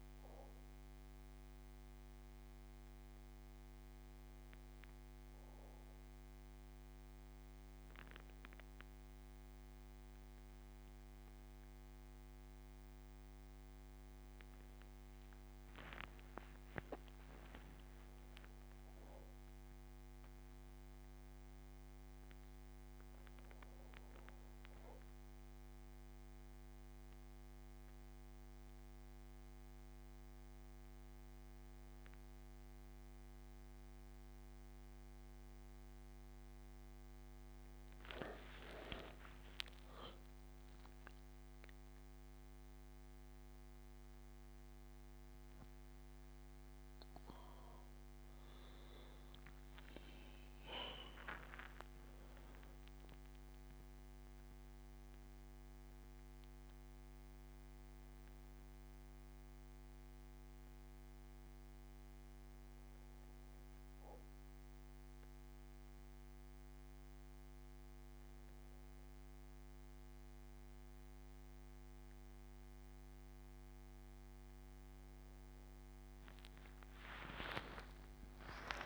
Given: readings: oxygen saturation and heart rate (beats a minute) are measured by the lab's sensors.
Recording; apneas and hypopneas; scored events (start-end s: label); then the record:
breathing in sleep by a microphone on the trachea; none
40.50-45.50 s: arousal
From the record:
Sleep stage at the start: N1 (lightest sleep); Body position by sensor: on the back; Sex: male